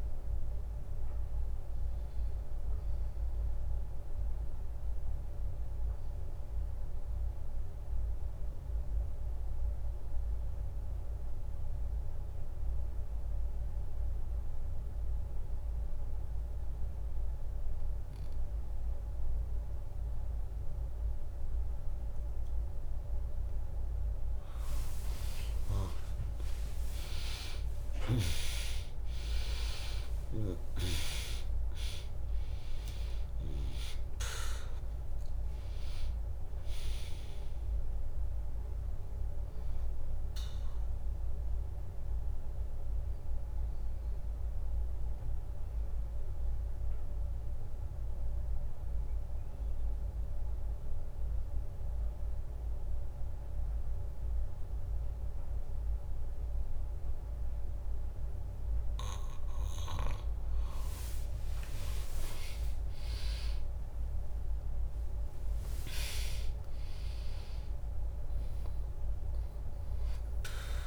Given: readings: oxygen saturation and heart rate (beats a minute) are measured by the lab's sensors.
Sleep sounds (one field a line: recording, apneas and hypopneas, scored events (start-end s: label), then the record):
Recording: breathing in sleep by a room microphone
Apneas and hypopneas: 2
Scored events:
0.00-3.00 s: drop in pulse transit time (device-marked, heart rate 63 extreme)
0.00-14.00 s: oxygen desaturation (device-marked, oxygen 95% lowest, heart rate 58 extreme)
4.00-23.50 s: obstructive apnea (oxygen 100% before, 95% lowest, heart rate 74 before, 58 extreme, up 14 after)
17.00-22.00 s: bradycardia (device-marked, heart rate 70 before, 58 extreme)
26.50-28.50 s: long interval between heartbeats (device-marked, heart rate 69 before, 68 extreme)
27.00-33.00 s: arousal
28.00-42.00 s: drop in pulse transit time (device-marked, heart rate 68 before, 65 extreme)
31.00-53.00 s: oxygen desaturation (device-marked, oxygen 100% before, 95% lowest, heart rate 67 before, 59 extreme)
40.50-59.00 s: obstructive apnea (oxygen 100% before, 95% lowest, heart rate 69 before, 59 extreme, up 0 after)
59.00-61.00 s: bradycardia (device-marked, heart rate 70 before, 62 extreme)
60.50-66.00 s: arousal
64.00-70.87 s: drop in pulse transit time (device-marked, heart rate 73 before, 61 extreme)
67.00-70.87 s: oxygen desaturation (device-marked, oxygen 100% before, 96% lowest, heart rate 71 before, 59 extreme)
From the record:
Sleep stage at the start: N2 (light sleep)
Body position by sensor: on the back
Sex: female